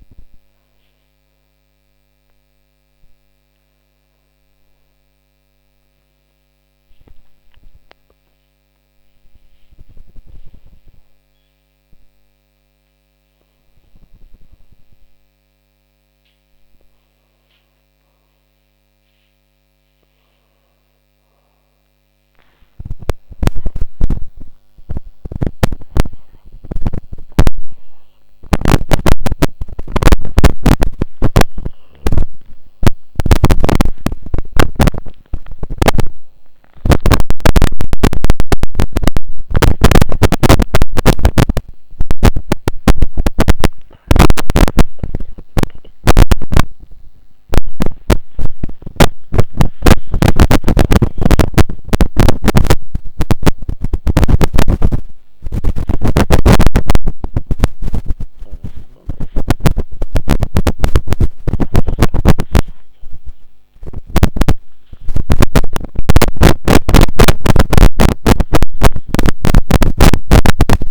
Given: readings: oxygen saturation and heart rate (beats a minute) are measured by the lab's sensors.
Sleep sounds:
a person awake in a sleep study, by a microphone on the trachea; 1
4.00-15.50 s: hypopnea (oxygen 99% before, 95% lowest)
22.50-36.50 s: oxygen desaturation (device-marked, oxygen 98% before, 95% lowest)
57.50-66.50 s: oxygen desaturation (device-marked, oxygen 99% before, 95% lowest)
From the record:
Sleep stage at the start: awake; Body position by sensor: on the back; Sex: female

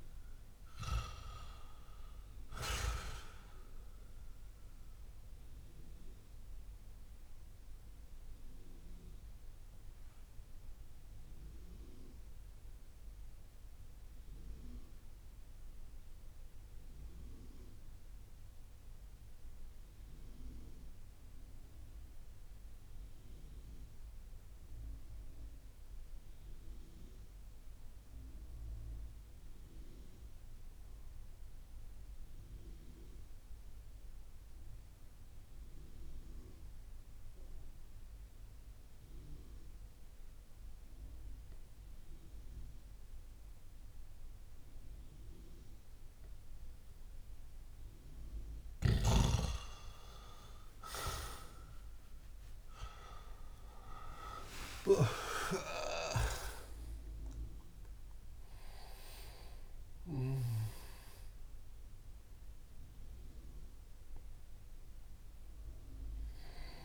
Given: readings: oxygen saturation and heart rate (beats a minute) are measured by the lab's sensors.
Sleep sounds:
breathing in sleep by a room microphone; 1
0.00-1.50 s: arousal
0.00-30.50 s: oxygen desaturation (device-marked, oxygen 86% lowest)
5.00-50.00 s: obstructive apnea (oxygen 98% before, 86% lowest)
40.50-64.50 s: oxygen desaturation (device-marked, oxygen 98% before, 88% lowest)
53.00-58.00 s: arousal
55.50-60.00 s: snoring (device-marked)
From the record:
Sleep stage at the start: N2 (light sleep); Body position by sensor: on the back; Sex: male

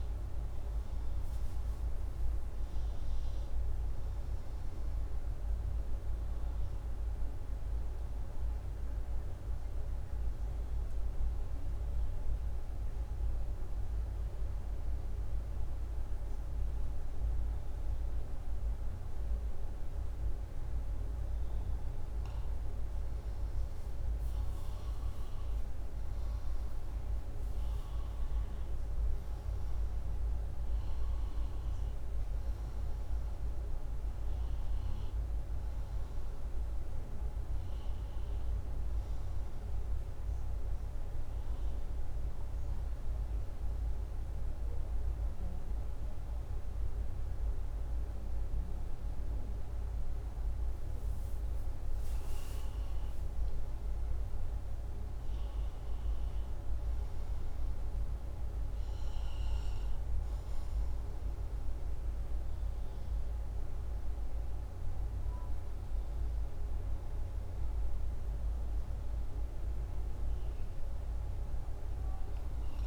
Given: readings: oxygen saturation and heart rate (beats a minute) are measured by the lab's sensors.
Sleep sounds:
breathing in sleep, hard to hear, by a room microphone; 2
1.50-5.50 s: arousal
8.50-20.50 s: mixed apnea (oxygen 96% before, 91% lowest, heart rate 108 before, 65 extreme, up 53 after)
22.50-26.50 s: arousal
26.00-53.00 s: oxygen desaturation (device-marked, oxygen 96% before, 91% lowest, heart rate 97 before, 65 extreme)
42.00-52.00 s: hypopnea (oxygen 97% before, 91% lowest, heart rate 117 before, 66 extreme)
54.00-57.00 s: arousal
From the record:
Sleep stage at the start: N2 (light sleep); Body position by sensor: upright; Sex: male

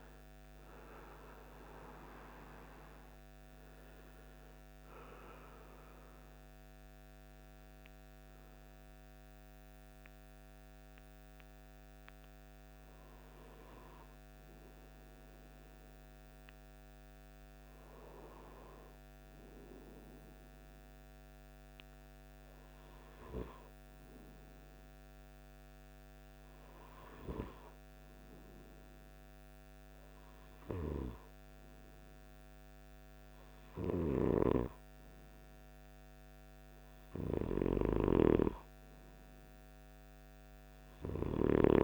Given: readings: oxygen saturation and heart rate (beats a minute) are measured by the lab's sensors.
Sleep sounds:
breathing in sleep by a microphone on the trachea; none
0.00-17.50 s: oxygen desaturation (device-marked, oxygen 86% lowest, heart rate 50 extreme)
From the record:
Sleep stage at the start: REM sleep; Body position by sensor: on the right side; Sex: male

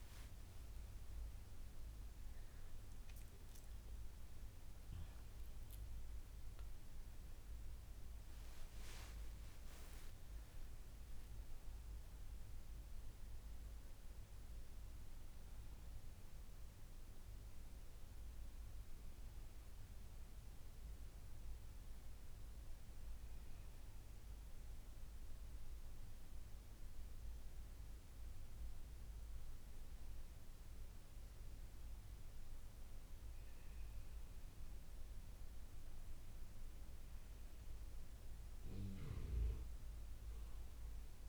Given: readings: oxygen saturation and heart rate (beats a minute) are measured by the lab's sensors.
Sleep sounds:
breathing in sleep, hard to hear, by a room microphone; none
3.00-8.50 s: arousal
From the record:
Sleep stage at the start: N2 (light sleep); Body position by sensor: on the left side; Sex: female

